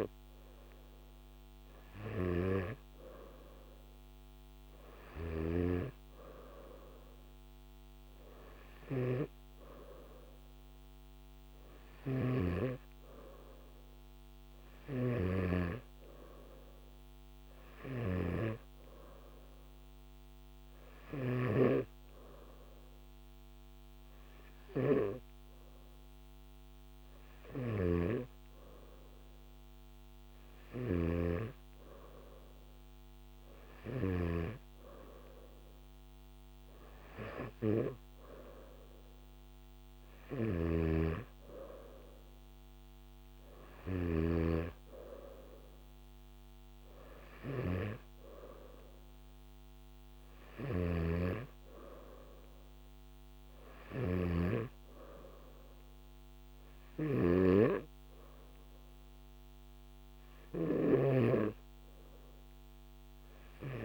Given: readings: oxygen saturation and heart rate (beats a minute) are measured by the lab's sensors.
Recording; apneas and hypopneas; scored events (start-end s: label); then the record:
breathing in sleep by a microphone on the trachea; none
5.00-12.50 s: snoring (device-marked)
27.50-31.00 s: snoring (device-marked)
40.00-44.00 s: snoring (device-marked)
50.50-54.50 s: snoring (device-marked)
56.50-61.00 s: snoring (device-marked)
From the record:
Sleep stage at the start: N2 (light sleep); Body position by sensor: on the back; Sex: male